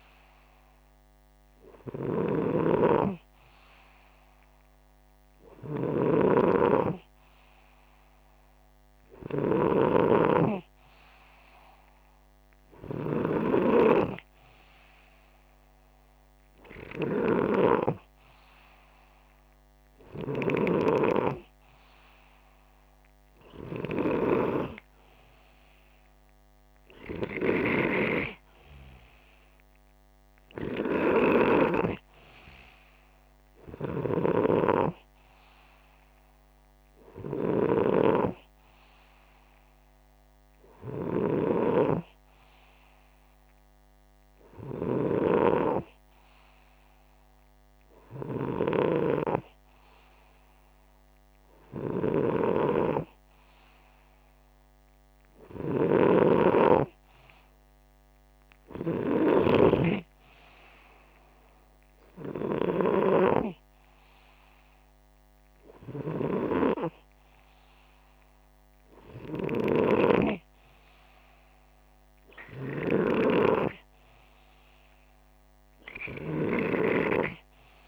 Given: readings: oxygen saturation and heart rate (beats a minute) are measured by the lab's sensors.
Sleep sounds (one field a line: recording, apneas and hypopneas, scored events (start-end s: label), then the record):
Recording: breathing in sleep by a microphone on the trachea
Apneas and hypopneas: none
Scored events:
0.00-17.00 s: snoring (device-marked)
55.50-59.50 s: snoring (device-marked)
From the record:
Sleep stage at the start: N2 (light sleep)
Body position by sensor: upright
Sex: male